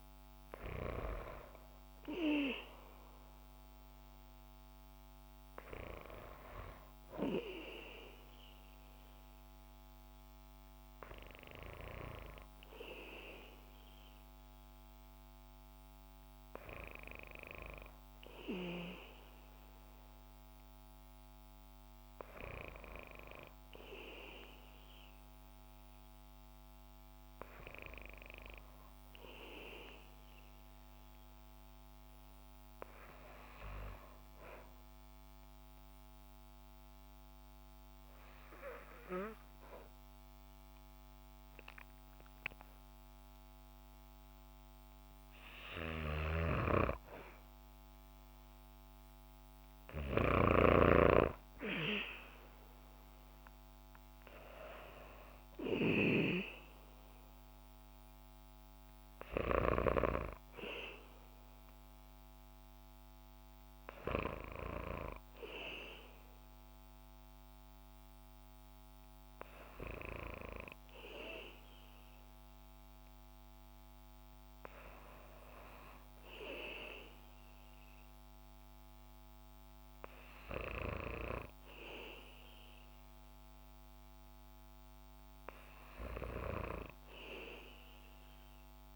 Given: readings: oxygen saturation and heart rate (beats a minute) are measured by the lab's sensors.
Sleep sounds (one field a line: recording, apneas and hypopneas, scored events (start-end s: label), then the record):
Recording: breathing in sleep by a microphone on the trachea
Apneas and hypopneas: 1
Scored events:
33.50-46.50 s: hypopnea (oxygen 97% before, 93% lowest, heart rate 61 before, 59 extreme, up 2 after)
46.00-50.50 s: snoring (device-marked)
49.00-52.50 s: arousal
52.50-69.50 s: oxygen desaturation (device-marked, oxygen 96% before, 93% lowest, heart rate 61 before, 59 extreme)
From the record:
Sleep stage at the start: N2 (light sleep)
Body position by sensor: on the back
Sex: female